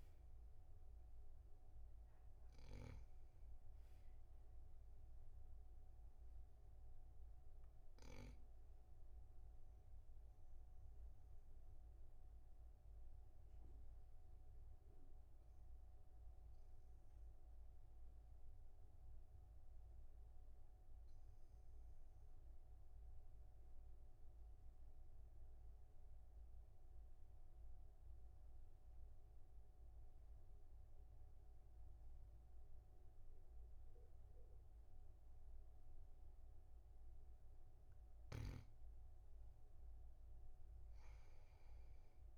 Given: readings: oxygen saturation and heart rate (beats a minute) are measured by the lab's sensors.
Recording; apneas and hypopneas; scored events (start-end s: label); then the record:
breathing in sleep, hard to hear, by a room microphone; 1
6.50-38.00 s: obstructive apnea (oxygen 99% before, 94% lowest, heart rate 49 before, 41 extreme, up 5 after)
From the record:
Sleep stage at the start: N2 (light sleep); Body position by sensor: on the back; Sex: male